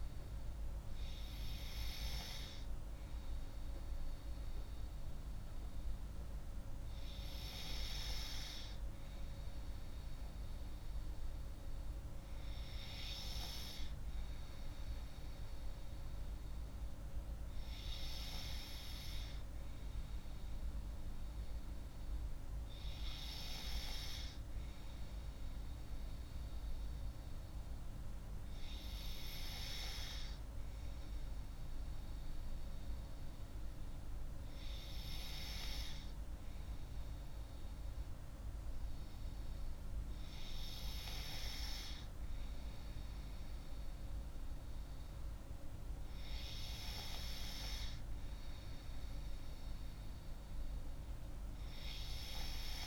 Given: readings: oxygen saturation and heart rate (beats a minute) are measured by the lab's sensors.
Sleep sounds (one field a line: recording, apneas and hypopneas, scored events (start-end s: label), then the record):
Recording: breathing in sleep by a room microphone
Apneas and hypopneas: none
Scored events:
none scored
From the record:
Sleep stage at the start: N3 (deep sleep)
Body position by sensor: on the left side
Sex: female